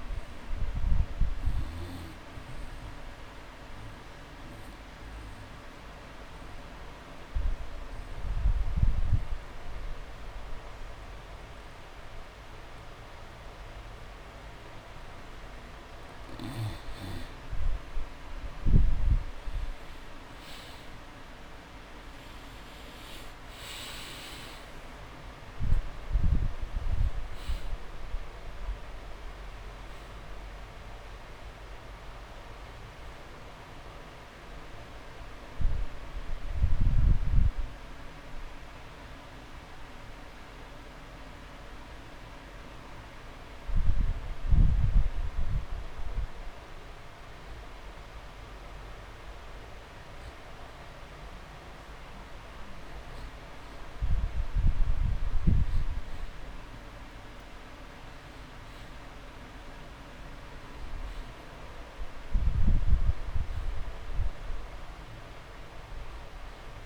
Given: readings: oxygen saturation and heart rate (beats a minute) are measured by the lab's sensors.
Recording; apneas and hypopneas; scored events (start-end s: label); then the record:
breathing in sleep, hard to hear, by a room microphone; 1
0.00-5.00 s: drop in pulse transit time (device-marked)
0.00-26.00 s: oxygen desaturation (device-marked, oxygen 92% lowest)
2.00-4.00 s: long interval between heartbeats (device-marked)
3.00-17.00 s: obstructive apnea (oxygen 97% before, 92% lowest)
20.00-23.50 s: arousal
23.00-25.00 s: long interval between heartbeats (device-marked)
46.00-58.00 s: oxygen desaturation (device-marked, oxygen 97% before, 92% lowest)
61.50-65.00 s: arousal
From the record:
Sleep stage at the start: N2 (light sleep); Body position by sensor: on the back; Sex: male